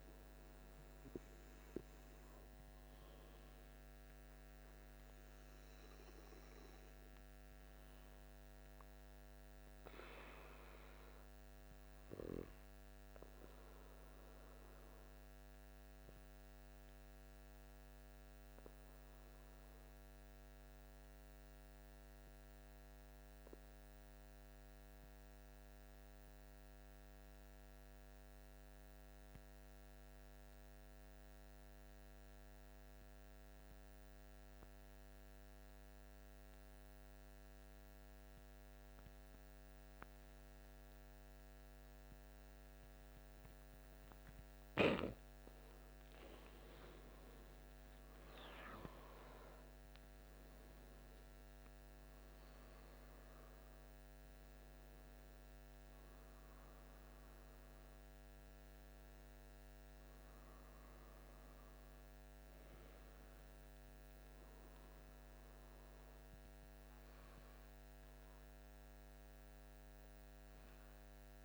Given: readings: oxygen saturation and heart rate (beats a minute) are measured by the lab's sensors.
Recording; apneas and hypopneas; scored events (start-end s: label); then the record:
breathing in sleep, hard to hear, by a microphone on the trachea; 1
0.00-18.50 s: oxygen desaturation (device-marked, oxygen 84% lowest, heart rate 52 extreme)
17.50-44.50 s: obstructive apnea (oxygen 94% before, 84% lowest, heart rate 58 before, 52 extreme, up 12 after)
38.50-71.45 s: oxygen desaturation (device-marked, oxygen 99% before, 84% lowest, heart rate 55 before, 52 extreme)
46.50-50.50 s: arousal
From the record:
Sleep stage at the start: N2 (light sleep); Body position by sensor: on the back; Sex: male